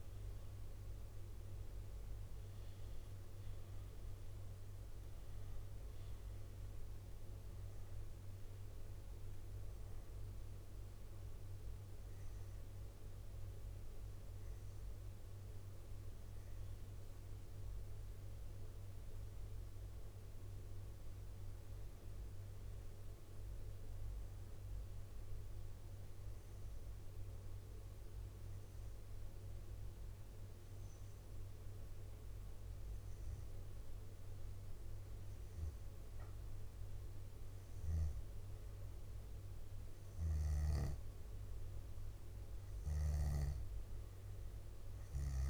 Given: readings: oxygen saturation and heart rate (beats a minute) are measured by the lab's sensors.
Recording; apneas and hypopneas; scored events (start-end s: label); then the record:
breathing in sleep, hard to hear, by a room microphone; 1
25.00-37.00 s: bradycardia (device-marked, heart rate 65 before, 58 extreme)
25.50-37.00 s: hypopnea (oxygen 97% before, 93% lowest, heart rate 64 before, 57 extreme, up 4 after)
39.50-44.50 s: arousal
From the record:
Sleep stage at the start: N2 (light sleep); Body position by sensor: on the back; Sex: female